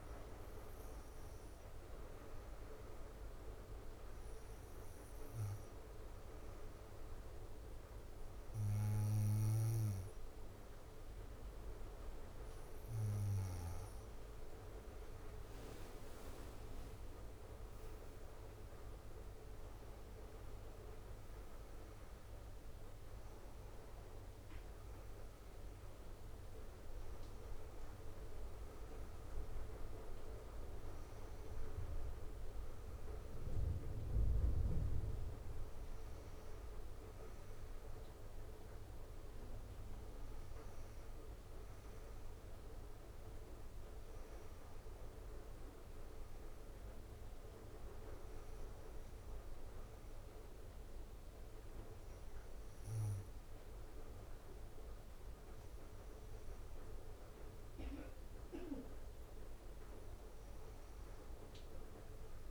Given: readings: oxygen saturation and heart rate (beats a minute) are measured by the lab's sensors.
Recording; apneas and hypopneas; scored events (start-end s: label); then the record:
a person partly awake in a sleep study, hard to hear, by a room microphone; none
5.50-35.50 s: new sleep stage, N1 (lightest sleep)
35.50-62.50 s: new sleep stage, N2 (light sleep)
From the record:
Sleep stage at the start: awake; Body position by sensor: on the back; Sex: female